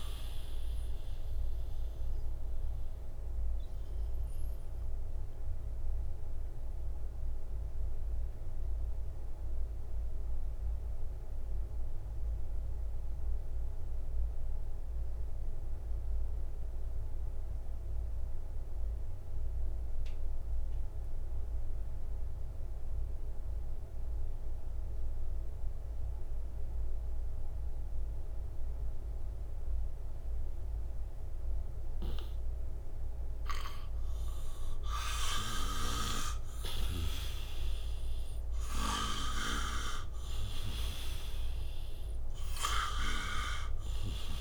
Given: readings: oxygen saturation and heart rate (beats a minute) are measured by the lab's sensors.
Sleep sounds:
breathing in sleep by a room microphone; 1
0.00-20.00 s: oxygen desaturation (device-marked, oxygen 85% lowest, heart rate 58 extreme)
2.00-35.00 s: obstructive apnea (oxygen 97% before, 85% lowest, heart rate 75 before, 58 extreme, up 34 after)
36.50-41.00 s: arousal
36.50-44.00 s: snoring (device-marked)
37.00-44.41 s: oxygen desaturation (device-marked, oxygen 98% before, 88% lowest, heart rate 63 before, 60 extreme)
From the record:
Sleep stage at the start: N2 (light sleep); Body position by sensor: on the right side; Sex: male

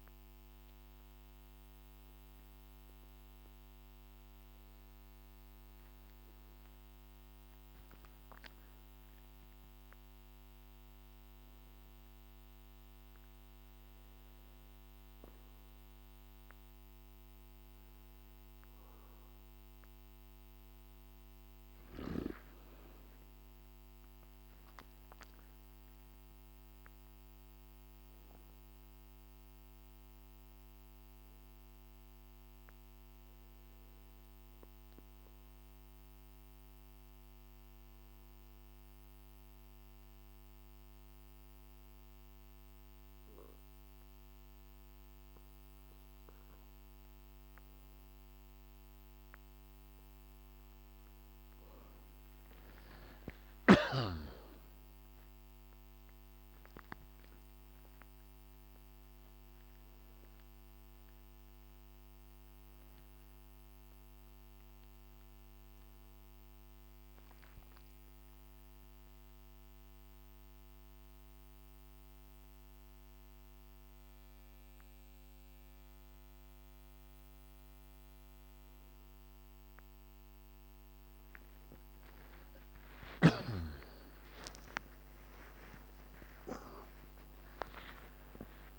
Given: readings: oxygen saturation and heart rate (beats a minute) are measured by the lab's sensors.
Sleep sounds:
breathing in sleep by a microphone on the trachea; 2
23.00-26.50 s: arousal
34.50-46.50 s: obstructive apnea (oxygen 95% before, 93% lowest, heart rate 56 before, 50 extreme, up 2 after)
53.00-58.00 s: arousal
66.50-79.00 s: hypopnea (oxygen 95% before, 93% lowest, heart rate 55 before, 48 extreme, up 3 after)
From the record:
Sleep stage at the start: N2 (light sleep); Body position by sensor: on the back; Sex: male

